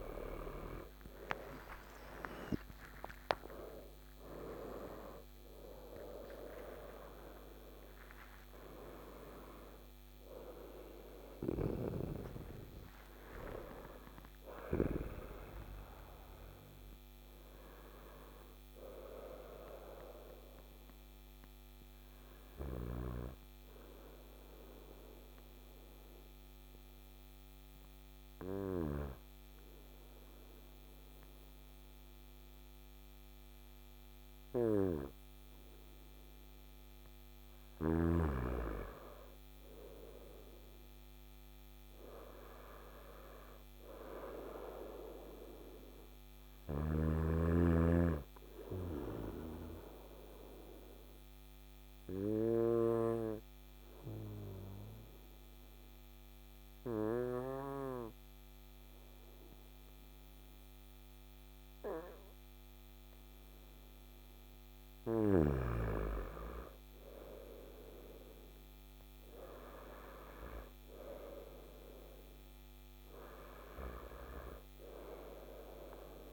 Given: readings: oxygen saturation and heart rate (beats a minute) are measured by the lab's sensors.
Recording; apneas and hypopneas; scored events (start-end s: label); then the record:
breathing in sleep by a microphone on the trachea; 2
2.00-9.00 s: arousal
20.50-36.50 s: obstructive apnea (oxygen 99% before, 95% lowest, heart rate 67 before, 56 extreme, up 5 after)
22.00-28.50 s: snoring (device-marked)
38.50-42.50 s: arousal
47.50-63.50 s: obstructive apnea (oxygen 100% before, 95% lowest, heart rate 58 before, 56 extreme, up 6 after)
66.50-71.00 s: arousal
From the record:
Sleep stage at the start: N2 (light sleep); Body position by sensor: on the front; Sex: male